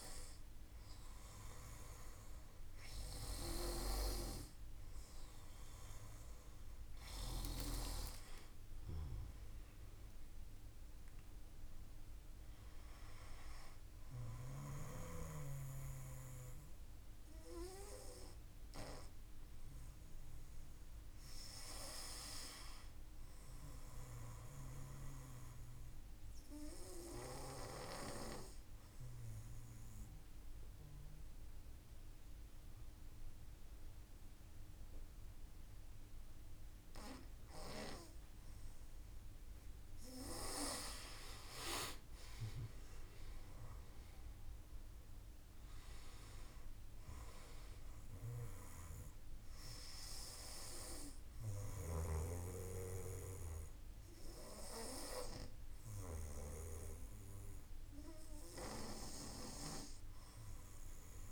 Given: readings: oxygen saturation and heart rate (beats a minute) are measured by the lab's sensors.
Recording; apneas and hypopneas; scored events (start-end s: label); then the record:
breathing in sleep by a room microphone; 1
29.00-39.00 s: obstructive apnea (oxygen 96% before, 94% lowest, heart rate 55 before, 51 extreme, up 5 after)
43.00-46.00 s: arousal
From the record:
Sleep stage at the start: N2 (light sleep); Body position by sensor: on the back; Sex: male